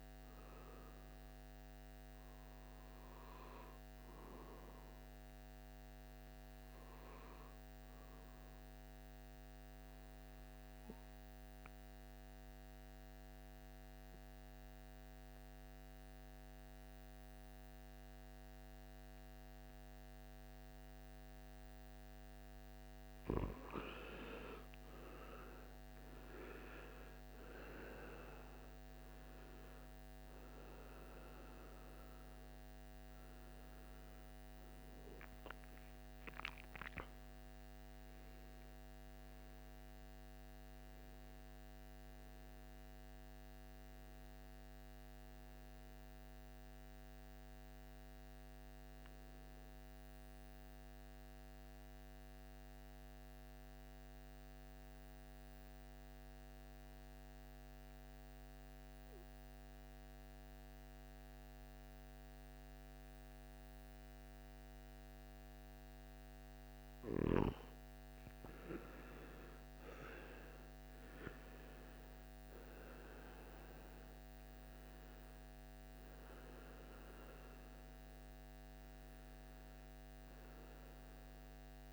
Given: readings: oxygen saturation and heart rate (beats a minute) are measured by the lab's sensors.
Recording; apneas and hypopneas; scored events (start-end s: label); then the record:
breathing in sleep by a microphone on the trachea; 2
8.50-21.50 s: obstructive apnea (oxygen 96% before, 91% lowest, heart rate 60 before, 57 extreme, up 15 after)
23.50-28.00 s: arousal
29.00-46.00 s: oxygen desaturation (device-marked, oxygen 96% before, 91% lowest, heart rate 61 before, 54 extreme)
44.50-48.50 s: arousal
51.00-66.50 s: obstructive apnea (oxygen 98% before, 90% lowest, heart rate 63 before, 55 extreme, up 15 after)
67.00-81.93 s: oxygen desaturation (device-marked, oxygen 97% before, 90% lowest, heart rate 56 before, 55 extreme)
68.50-73.50 s: arousal
From the record:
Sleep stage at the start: N2 (light sleep); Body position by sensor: on the right side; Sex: male